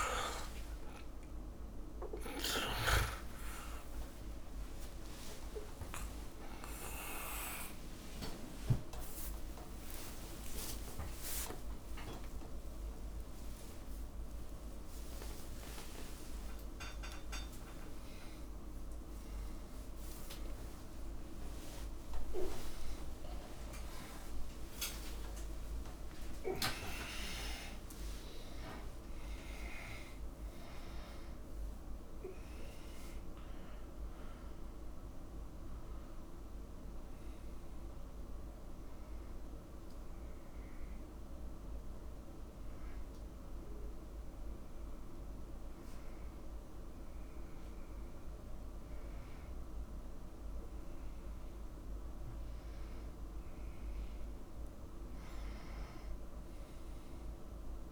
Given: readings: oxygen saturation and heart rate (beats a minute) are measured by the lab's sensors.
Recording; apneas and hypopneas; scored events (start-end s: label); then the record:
a person awake in a sleep study, by a room microphone; none
1.50-11.50 s: tachycardia (device-marked, heart rate 77 before, 135 extreme)
6.50-38.50 s: oxygen desaturation (device-marked, oxygen 100% before, 84% lowest)
7.50-57.92 s: new sleep stage, awake
From the record:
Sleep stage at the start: N2 (light sleep); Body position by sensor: on the back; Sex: male